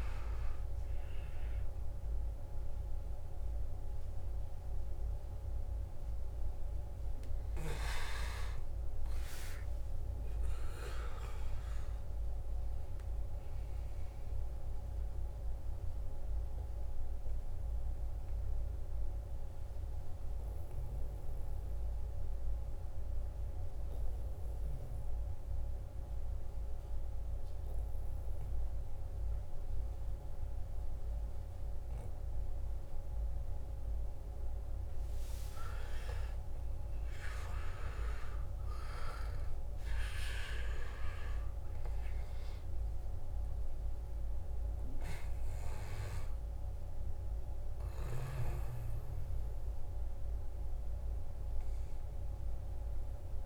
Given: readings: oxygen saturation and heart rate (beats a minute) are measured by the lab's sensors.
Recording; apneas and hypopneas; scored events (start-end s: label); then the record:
breathing in sleep by a room microphone; 1
0.00-20.50 s: oxygen desaturation (device-marked, oxygen 89% lowest, heart rate 53 extreme)
16.00-33.50 s: hypopnea (oxygen 95% before, 90% lowest, heart rate 61 before, 53 extreme, up 10 after)
35.00-39.50 s: arousal
38.50-53.46 s: oxygen desaturation (device-marked, oxygen 98% before, 93% lowest, heart rate 54 before, 51 extreme)
From the record:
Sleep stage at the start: N2 (light sleep); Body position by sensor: on the back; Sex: male